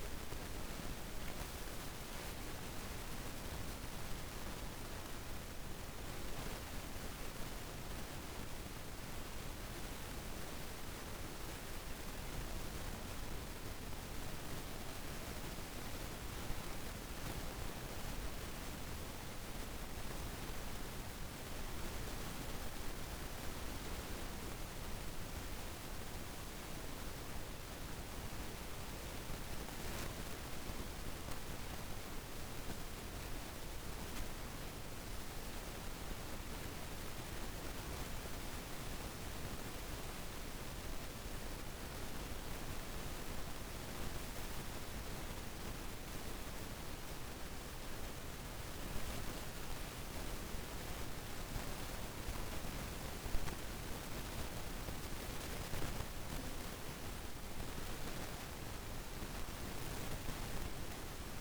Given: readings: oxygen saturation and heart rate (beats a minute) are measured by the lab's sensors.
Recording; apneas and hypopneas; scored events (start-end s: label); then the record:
a person partly awake in a sleep study, hard to hear, by a room microphone; none
0.00-2.00 s: arousal
27.50-57.50 s: new sleep stage, awake
57.50-61.41 s: new sleep stage, N2 (light sleep)
From the record:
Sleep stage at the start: N1 (lightest sleep); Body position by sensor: on the back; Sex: female